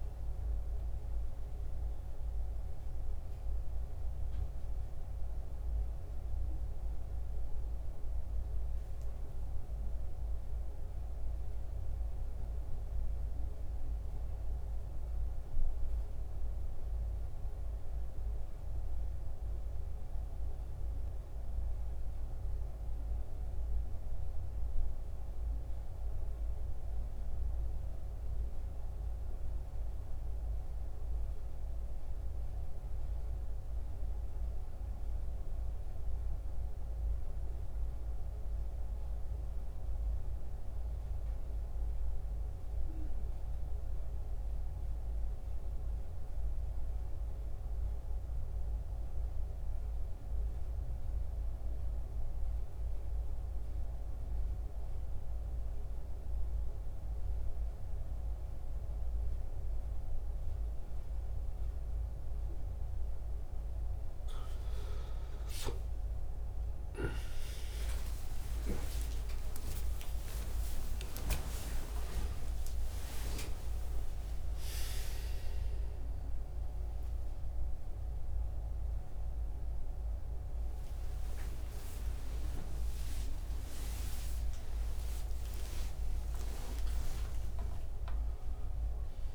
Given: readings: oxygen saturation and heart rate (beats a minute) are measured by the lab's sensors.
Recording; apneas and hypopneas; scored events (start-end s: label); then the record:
a person partly awake in a sleep study, by a room microphone; 1
0.00-12.50 s: oxygen desaturation (device-marked, oxygen 89% lowest, heart rate 62 extreme)
14.00-62.00 s: mixed apnea (oxygen 95% before, 85% lowest, heart rate 75 before, 55 extreme)
14.50-21.50 s: oxygen desaturation (device-marked, oxygen 91% before, 87% lowest, heart rate 74 before, 61 extreme)
41.50-79.50 s: oxygen desaturation (device-marked, oxygen 95% before, 85% lowest, heart rate 65 before, 55 extreme)
61.50-89.35 s: new sleep stage, awake
From the record:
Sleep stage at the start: N2 (light sleep); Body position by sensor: on the back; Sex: male